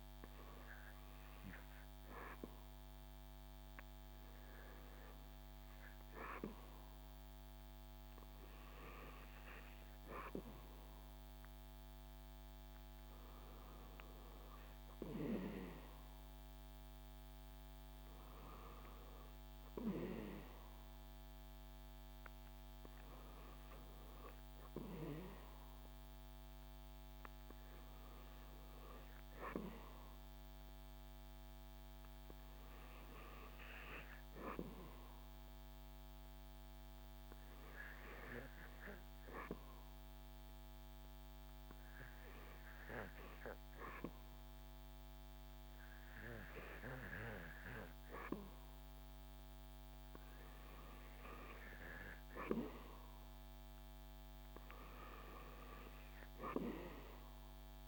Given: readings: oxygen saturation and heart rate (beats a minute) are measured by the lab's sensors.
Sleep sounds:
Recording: breathing in sleep by a microphone on the trachea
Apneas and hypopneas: 1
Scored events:
29.50-33.00 s: arousal
35.50-47.50 s: hypopnea (oxygen 98% before, 95% lowest, heart rate 75 before, 74 extreme, up 5 after)
51.00-54.50 s: arousal
From the record:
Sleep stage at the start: REM sleep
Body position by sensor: on the back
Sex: male

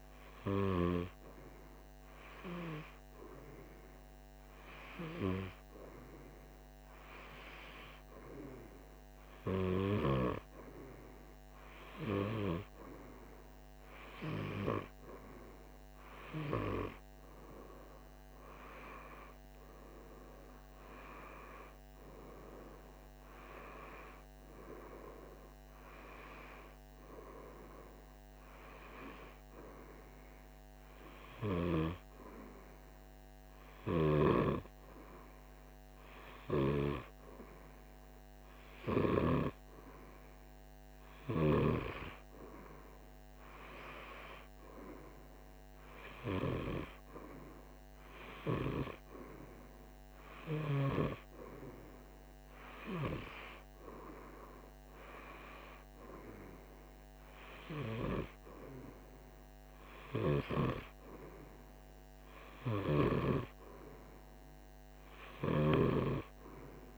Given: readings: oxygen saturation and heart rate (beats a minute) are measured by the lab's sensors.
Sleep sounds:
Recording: breathing in sleep by a microphone on the trachea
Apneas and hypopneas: none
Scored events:
none scored
From the record:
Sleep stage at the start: N2 (light sleep)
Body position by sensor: on the right side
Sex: male

